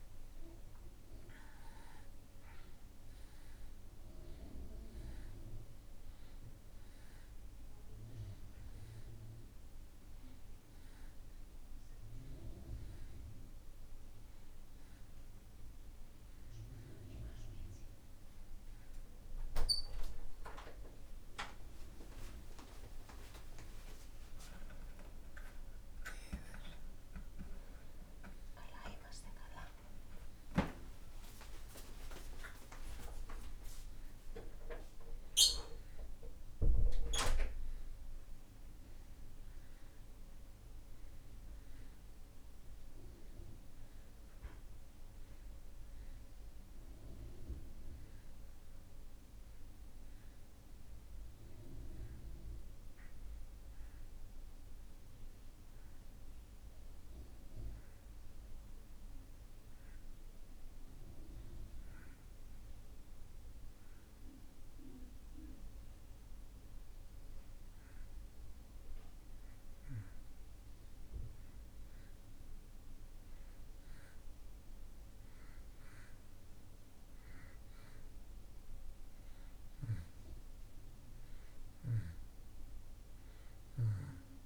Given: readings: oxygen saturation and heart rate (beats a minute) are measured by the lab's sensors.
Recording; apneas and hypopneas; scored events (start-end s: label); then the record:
breathing in sleep by a room microphone; 1
0.50-29.50 s: oxygen desaturation (device-marked, oxygen 93% before, 82% lowest)
23.00-29.00 s: arousal
55.50-69.00 s: hypopnea (oxygen 95% before, 89% lowest)
74.00-79.00 s: arousal
81.50-84.46 s: oxygen desaturation (device-marked, oxygen 93% before, 89% lowest)
From the record:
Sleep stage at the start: N2 (light sleep); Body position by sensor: on the back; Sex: male